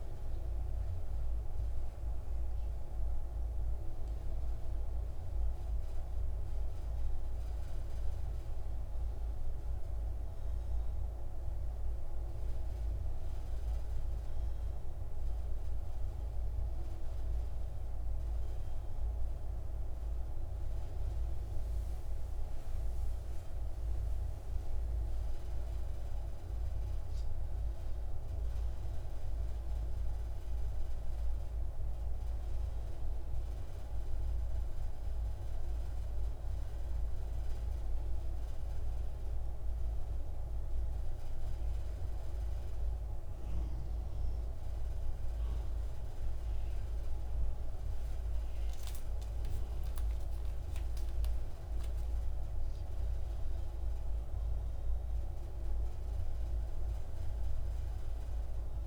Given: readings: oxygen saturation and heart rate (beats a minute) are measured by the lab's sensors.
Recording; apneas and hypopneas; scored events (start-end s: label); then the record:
breathing in sleep, hard to hear, by a room microphone; 2
0.00-4.50 s: arousal
1.00-21.00 s: oxygen desaturation (device-marked, oxygen 93% before, 89% lowest, heart rate 63 before, 63 extreme)
17.50-27.50 s: hypopnea (oxygen 94% before, 89% lowest, heart rate 65 before, 63 extreme, up 5 after)
30.50-35.00 s: arousal
36.00-46.00 s: oxygen desaturation (device-marked, oxygen 94% before, 90% lowest, heart rate 66 before, 61 extreme)
41.50-52.50 s: hypopnea (oxygen 94% before, 91% lowest, heart rate 66 before, 61 extreme, up 3 after)
55.00-58.87 s: arousal
From the record:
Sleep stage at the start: N2 (light sleep); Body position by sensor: on the right side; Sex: female